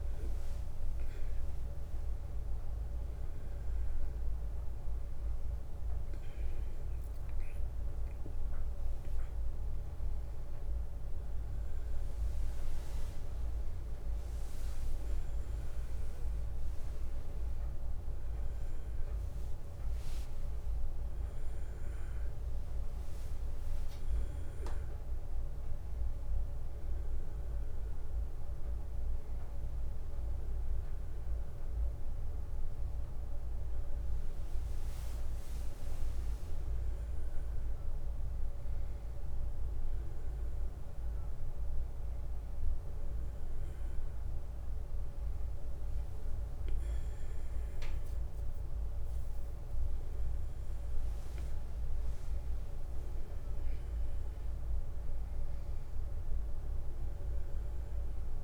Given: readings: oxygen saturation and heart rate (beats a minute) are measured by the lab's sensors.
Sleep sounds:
a person partly awake in a sleep study, hard to hear, by a room microphone; none
14.50-58.43 s: new sleep stage, N1 (lightest sleep)
From the record:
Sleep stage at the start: awake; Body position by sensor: on the back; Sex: male

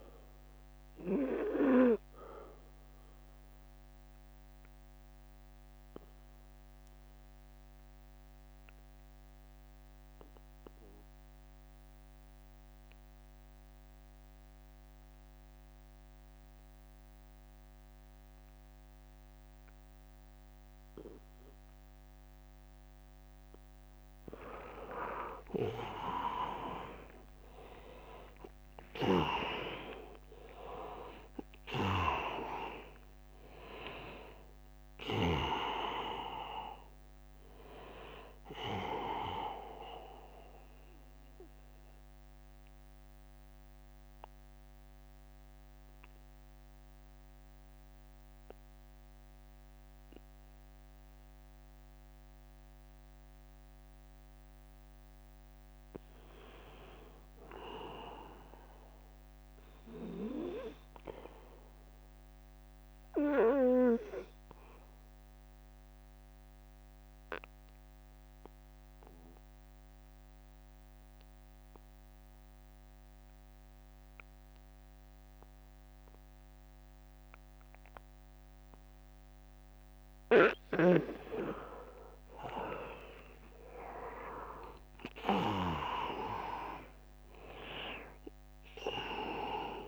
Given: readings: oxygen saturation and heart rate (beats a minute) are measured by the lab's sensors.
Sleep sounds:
breathing in sleep by a microphone on the trachea; 3
0.00-17.00 s: oxygen desaturation (device-marked, oxygen 100% before, 93% lowest, heart rate 81 before, 64 extreme)
4.00-22.50 s: obstructive apnea (oxygen 100% before, 82% lowest, heart rate 81 before, 64 extreme, up 8 after)
7.00-9.00 s: long interval between heartbeats (device-marked, heart rate 81 before, 73 extreme)
25.50-29.50 s: arousal
26.00-41.00 s: drop in pulse transit time (device-marked, heart rate 74 before, 78 extreme)
28.00-53.00 s: oxygen desaturation (device-marked, oxygen 98% before, 82% lowest, heart rate 74 before, 73 extreme)
29.00-31.00 s: long interval between heartbeats (device-marked, heart rate 75 before, 79 extreme)
40.00-54.50 s: central apnea (oxygen 98% before, 82% lowest, heart rate 80 before, 73 extreme, up 12 after)
56.00-59.50 s: arousal
65.00-79.00 s: obstructive apnea (oxygen 100% before, 81% lowest, heart rate 79 before, 65 extreme, up 11 after)
67.00-76.00 s: oxygen desaturation (device-marked, oxygen 100% before, 94% lowest, heart rate 79 before, 65 extreme)
82.00-85.50 s: arousal
83.00-89.88 s: drop in pulse transit time (device-marked, heart rate 75 before, 75 extreme)
83.00-89.88 s: oxygen desaturation (device-marked, oxygen 96% before, 82% lowest, heart rate 75 before, 67 extreme)
From the record:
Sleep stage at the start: N2 (light sleep); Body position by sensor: on the back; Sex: male

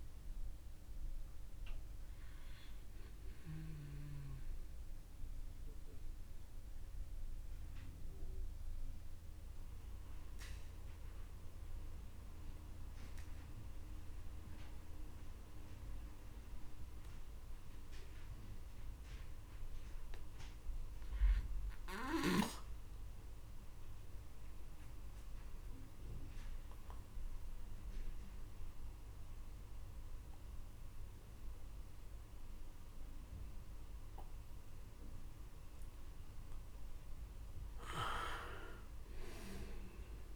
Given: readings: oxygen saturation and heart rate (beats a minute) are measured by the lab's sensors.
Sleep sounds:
breathing in sleep by a room microphone; 1
0.00-14.00 s: oxygen desaturation (device-marked, oxygen 90% lowest, heart rate 30 extreme)
5.00-35.50 s: obstructive apnea (oxygen 98% before, 90% lowest)
37.00-40.36 s: arousal
38.00-40.36 s: oxygen desaturation (device-marked, oxygen 98% before, 91% lowest)
From the record:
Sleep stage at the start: N2 (light sleep); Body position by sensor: on the back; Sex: male

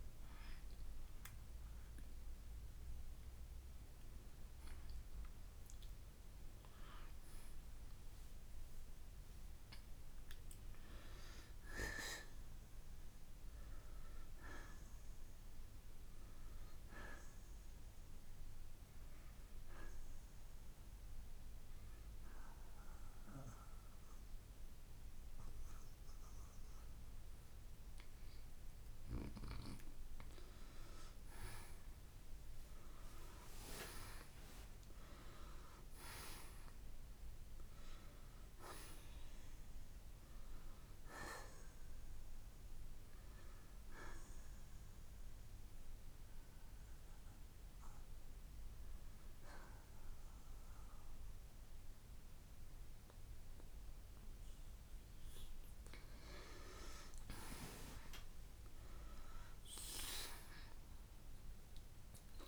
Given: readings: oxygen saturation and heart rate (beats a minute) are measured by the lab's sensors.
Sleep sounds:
breathing in sleep by a room microphone; 2
6.50-16.50 s: oxygen desaturation (device-marked, oxygen 90% before, 87% lowest, heart rate 69 before, 55 extreme)
18.00-29.50 s: hypopnea (oxygen 91% before, 86% lowest, heart rate 69 before, 55 extreme, up 13 after)
33.50-37.00 s: arousal
45.00-56.00 s: hypopnea (oxygen 92% before, 86% lowest, heart rate 64 before, 56 extreme, up 5 after)
47.50-61.50 s: oxygen desaturation (device-marked, oxygen 91% before, 86% lowest, heart rate 65 before, 56 extreme)
59.50-62.48 s: arousal
From the record:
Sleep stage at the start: N2 (light sleep); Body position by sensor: on the right side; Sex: male

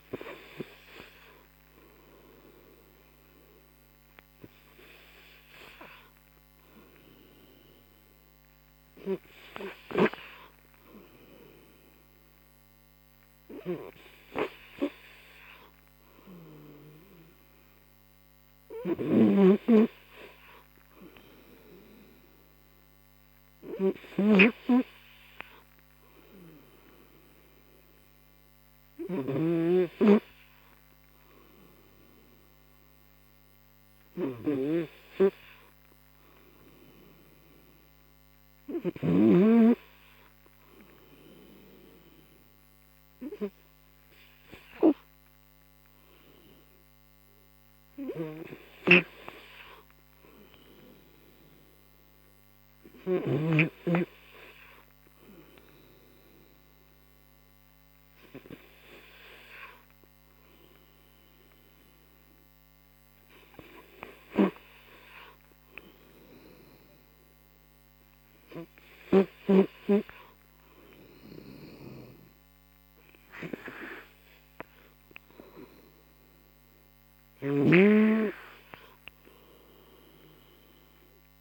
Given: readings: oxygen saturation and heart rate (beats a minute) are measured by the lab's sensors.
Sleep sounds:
breathing in sleep by a microphone on the trachea; 1
19.00-30.00 s: snoring (device-marked)
48.50-53.50 s: snoring (device-marked)
56.00-67.00 s: obstructive apnea (oxygen 93% before, 90% lowest, heart rate 50 before, 59 extreme, up 25 after)
77.50-81.41 s: snoring (device-marked)
From the record:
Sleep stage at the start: N3 (deep sleep); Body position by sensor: on the right side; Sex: male

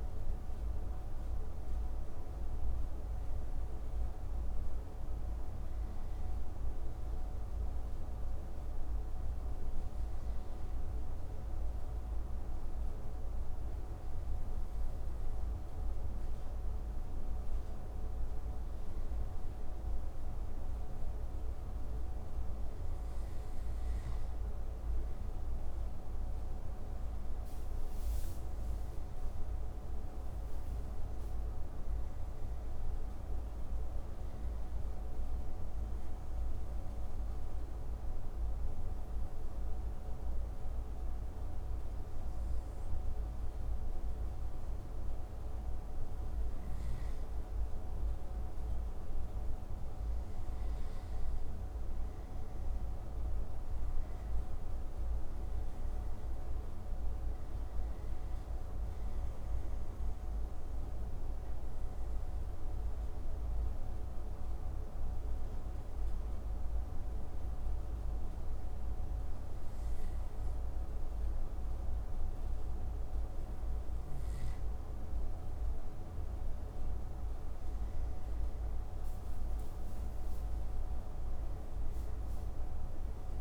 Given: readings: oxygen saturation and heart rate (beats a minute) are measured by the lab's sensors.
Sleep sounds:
breathing in sleep, hard to hear, by a room microphone; 3
8.00-21.50 s: hypopnea (oxygen 94% before, 91% lowest)
23.50-28.50 s: arousal
35.50-45.50 s: obstructive apnea (oxygen 94% before, 91% lowest)
48.50-53.00 s: arousal
61.50-75.00 s: hypopnea (oxygen 94% before, 91% lowest)
77.00-81.50 s: arousal
From the record:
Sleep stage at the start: N2 (light sleep); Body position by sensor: on the right side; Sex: male

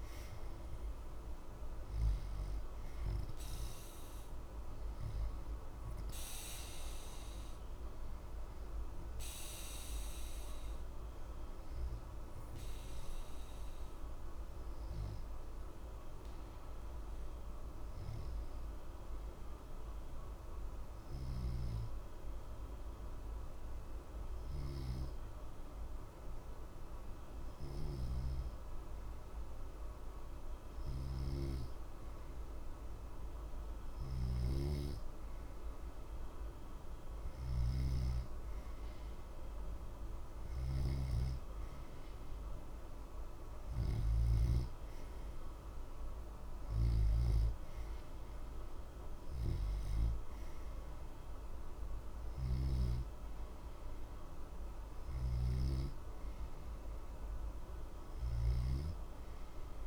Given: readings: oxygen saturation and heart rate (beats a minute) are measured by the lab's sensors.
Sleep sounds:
breathing in sleep, hard to hear, by a room microphone; 1
0.00-28.50 s: oxygen desaturation (device-marked, oxygen 88% lowest, heart rate 60 extreme)
9.50-32.50 s: obstructive apnea (oxygen 91% before, 88% lowest, heart rate 60 before, 60 extreme, up 0 after)
33.50-44.00 s: snoring (device-marked)
36.00-40.50 s: arousal
44.50-59.87 s: oxygen desaturation (device-marked, oxygen 92% before, 88% lowest, heart rate 60 before, 60 extreme)
54.50-59.87 s: snoring (device-marked)
From the record:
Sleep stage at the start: N2 (light sleep); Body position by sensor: on the back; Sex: male

